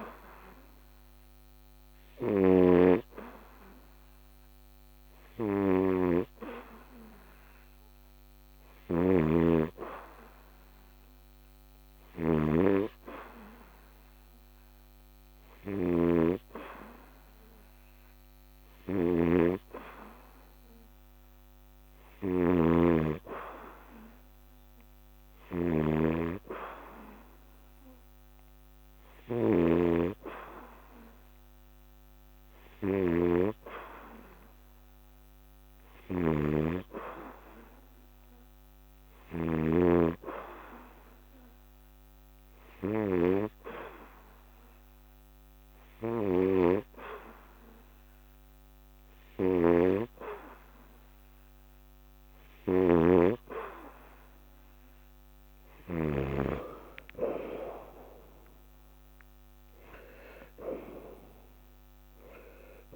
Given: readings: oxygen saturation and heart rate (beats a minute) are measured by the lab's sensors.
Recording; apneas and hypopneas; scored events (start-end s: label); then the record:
breathing in sleep by a microphone on the trachea; none
61.00-62.96 s: arousal
From the record:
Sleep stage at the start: N2 (light sleep); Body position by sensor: on the back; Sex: male